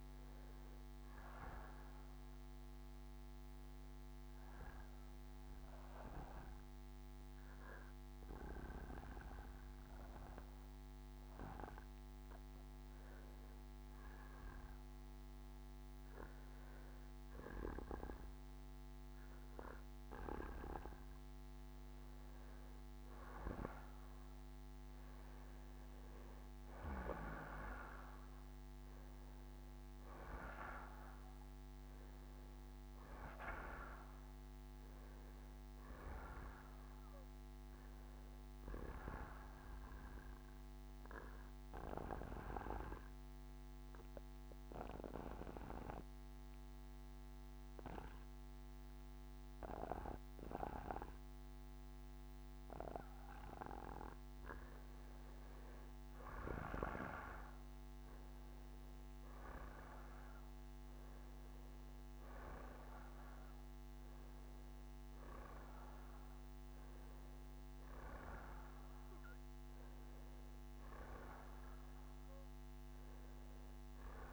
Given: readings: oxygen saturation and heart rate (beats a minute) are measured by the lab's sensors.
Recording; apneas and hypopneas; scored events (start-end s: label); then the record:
breathing in sleep by a microphone on the trachea; 2
1.00-12.00 s: obstructive apnea (oxygen 95% before, 90% lowest, heart rate 69 before, 66 extreme, up 2 after)
13.00-16.50 s: arousal
20.00-46.00 s: oxygen desaturation (device-marked, oxygen 95% before, 91% lowest, heart rate 67 before, 61 extreme)
38.50-53.00 s: obstructive apnea (oxygen 95% before, 90% lowest, heart rate 69 before, 61 extreme, up 9 after)
55.50-59.50 s: arousal
57.00-73.00 s: oxygen desaturation (device-marked, oxygen 95% before, 90% lowest, heart rate 66 before, 64 extreme)
From the record:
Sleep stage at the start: N2 (light sleep); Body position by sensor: on the back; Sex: male